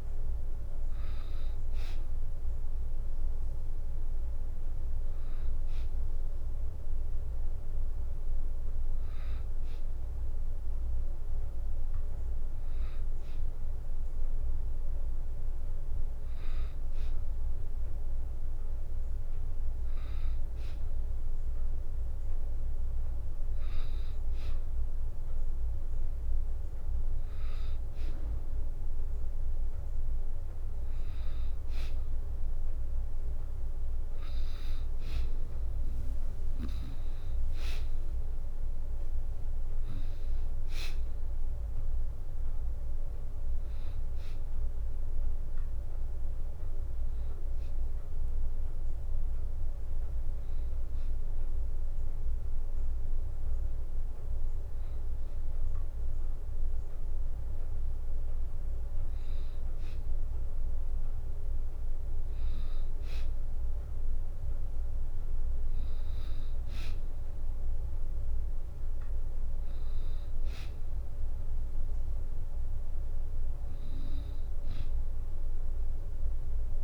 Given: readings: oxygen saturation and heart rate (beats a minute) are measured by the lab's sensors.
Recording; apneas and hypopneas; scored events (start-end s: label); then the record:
breathing in sleep, hard to hear, by a room microphone; none
33.00-46.00 s: drop in pulse transit time (device-marked, heart rate 67 before, 67 extreme)
35.50-38.50 s: arousal
From the record:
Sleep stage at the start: N2 (light sleep); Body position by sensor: on the back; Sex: female